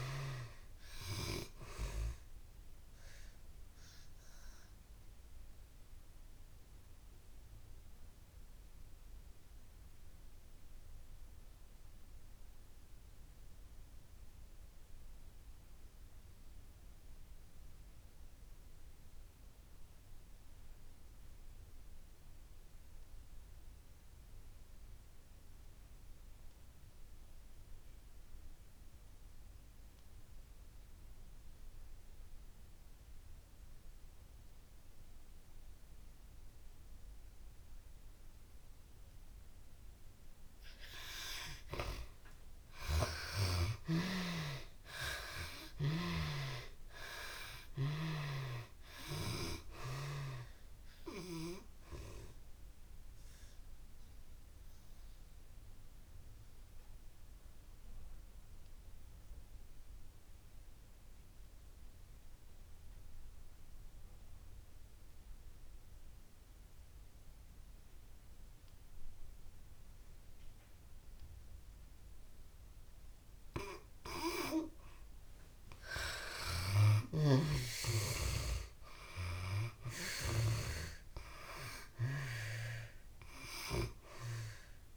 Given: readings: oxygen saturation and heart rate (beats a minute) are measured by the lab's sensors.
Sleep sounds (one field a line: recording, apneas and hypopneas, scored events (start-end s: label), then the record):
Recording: breathing in sleep by a room microphone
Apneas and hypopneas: 2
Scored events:
0.00-24.50 s: oxygen desaturation (device-marked, oxygen 64% lowest)
1.50-39.50 s: mixed apnea (oxygen 94% before, 59% lowest)
26.50-71.50 s: oxygen desaturation (device-marked, oxygen 95% before, 59% lowest)
42.50-46.00 s: arousal
52.00-74.50 s: obstructive apnea (oxygen 95% before, 59% lowest)
73.50-84.97 s: oxygen desaturation (device-marked, oxygen 95% before, 66% lowest)
75.50-79.50 s: arousal
From the record:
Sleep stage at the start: N2 (light sleep)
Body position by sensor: on the back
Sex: female